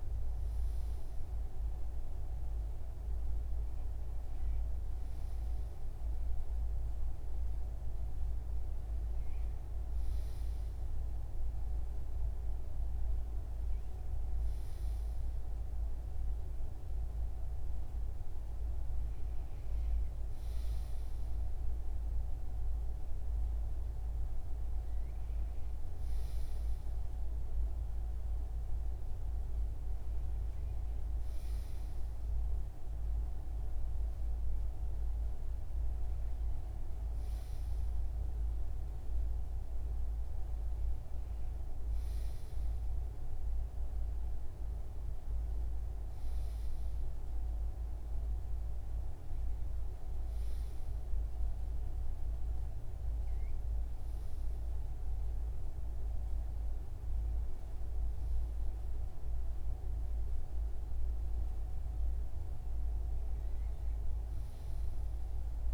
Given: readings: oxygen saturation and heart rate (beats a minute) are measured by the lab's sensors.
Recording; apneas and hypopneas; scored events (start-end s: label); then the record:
breathing in sleep, hard to hear, by a room microphone; none
none scored
From the record:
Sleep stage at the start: N2 (light sleep); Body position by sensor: on the right side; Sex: male